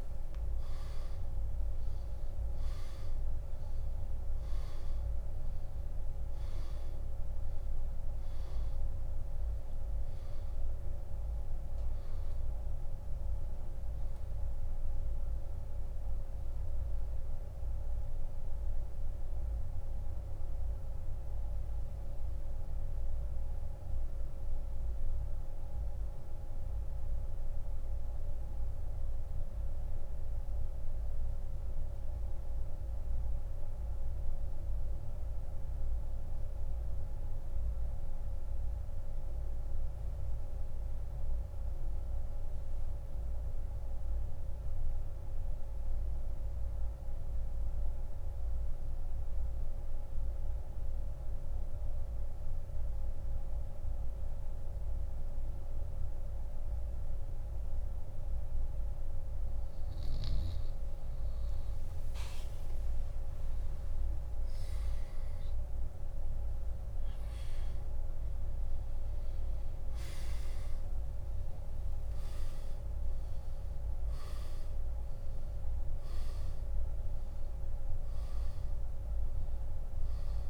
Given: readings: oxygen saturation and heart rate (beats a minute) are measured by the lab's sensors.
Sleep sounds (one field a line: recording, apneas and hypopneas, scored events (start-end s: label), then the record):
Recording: breathing in sleep, hard to hear, by a room microphone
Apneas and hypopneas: 1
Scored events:
18.00-59.50 s: central apnea (oxygen 98% before, 86% lowest, heart rate 99 before, 35 extreme, up 41 after)
27.00-35.00 s: oxygen desaturation (device-marked, oxygen 95% before, 92% lowest, heart rate 83 before, 42 extreme)
37.00-48.00 s: oxygen desaturation (device-marked, oxygen 94% before, 87% lowest, heart rate 68 before, 35 extreme)
63.00-69.00 s: arousal
69.00-80.50 s: oxygen desaturation (device-marked, oxygen 97% before, 92% lowest, heart rate 56 before, 36 extreme)
From the record:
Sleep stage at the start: N2 (light sleep)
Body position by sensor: on the back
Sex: male